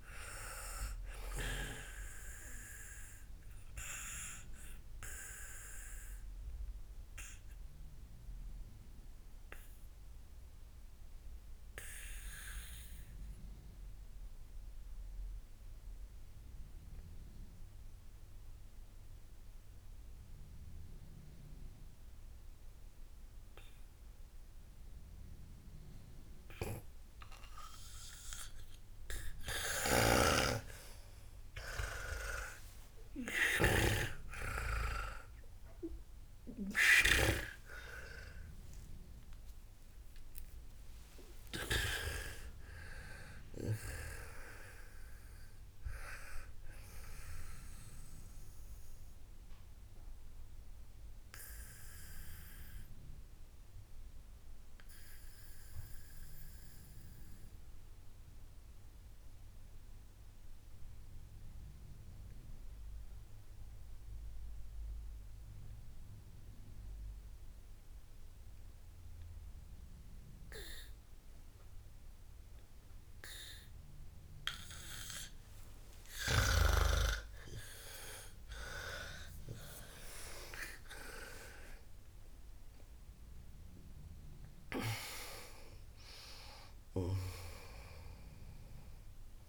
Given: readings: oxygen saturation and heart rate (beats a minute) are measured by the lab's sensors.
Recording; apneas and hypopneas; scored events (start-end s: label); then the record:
breathing in sleep by a room microphone; 2
0.00-16.00 s: oxygen desaturation (device-marked, oxygen 93% lowest, heart rate 55 extreme)
5.00-29.50 s: mixed apnea (oxygen 97% before, 90% lowest, heart rate 78 before, 56 extreme)
27.00-42.50 s: snoring (device-marked)
31.00-55.00 s: oxygen desaturation (device-marked, oxygen 98% before, 90% lowest, heart rate 58 before, 52 extreme)
31.50-35.00 s: arousal
48.50-74.50 s: obstructive apnea (oxygen 98% before, 90% lowest, heart rate 104 before, 52 extreme, up 59 after)
77.00-81.00 s: arousal
88.00-89.49 s: oxygen desaturation (device-marked, oxygen 96% before, 91% lowest, heart rate 80 before, 53 extreme)
From the record:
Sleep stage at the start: N2 (light sleep); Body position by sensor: on the back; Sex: female